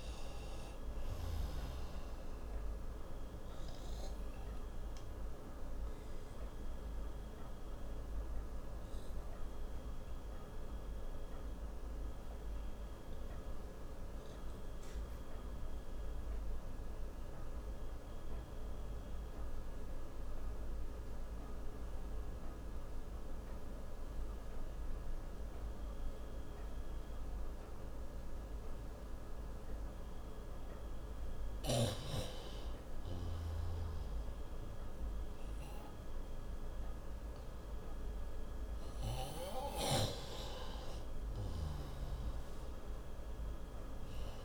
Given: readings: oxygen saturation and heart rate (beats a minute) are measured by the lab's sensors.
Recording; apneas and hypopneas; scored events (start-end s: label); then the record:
breathing in sleep by a room microphone; 1
0.00-2.00 s: snoring (device-marked)
0.00-22.50 s: oxygen desaturation (device-marked, oxygen 89% lowest, heart rate 58 extreme)
5.00-31.50 s: obstructive apnea (oxygen 97% before, 89% lowest, heart rate 66 before, 58 extreme, up 7 after)
33.00-38.00 s: arousal
37.50-44.45 s: oxygen desaturation (device-marked, oxygen 96% before, 90% lowest, heart rate 62 before, 58 extreme)
From the record:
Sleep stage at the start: N2 (light sleep); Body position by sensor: on the right side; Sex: male